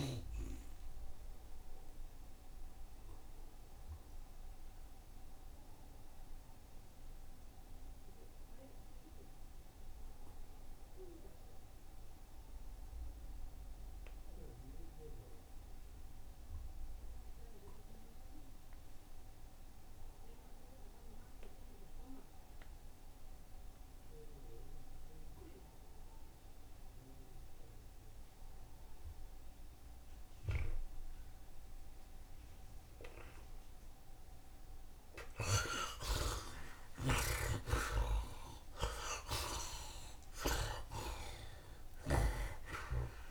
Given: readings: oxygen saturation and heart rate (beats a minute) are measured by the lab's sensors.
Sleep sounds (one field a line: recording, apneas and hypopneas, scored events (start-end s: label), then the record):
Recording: breathing in sleep by a room microphone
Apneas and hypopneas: 1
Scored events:
0.00-2.00 s: long interval between heartbeats (device-marked, heart rate 81 before, 83 extreme)
0.00-12.00 s: bradycardia (device-marked)
0.00-14.00 s: oxygen desaturation (device-marked, oxygen 51% lowest)
1.50-34.50 s: mixed apnea (oxygen 85% before, 48% lowest)
3.00-5.00 s: long interval between heartbeats (device-marked, heart rate 82 before, 42 extreme)
21.00-43.31 s: oxygen desaturation (device-marked, oxygen 82% before, 48% lowest, heart rate 51 before, 40 extreme)
36.50-42.00 s: arousal
37.00-39.00 s: long interval between heartbeats (device-marked, heart rate 77 before, 98 extreme)
From the record:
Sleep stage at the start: N2 (light sleep)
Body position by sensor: on the right side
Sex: male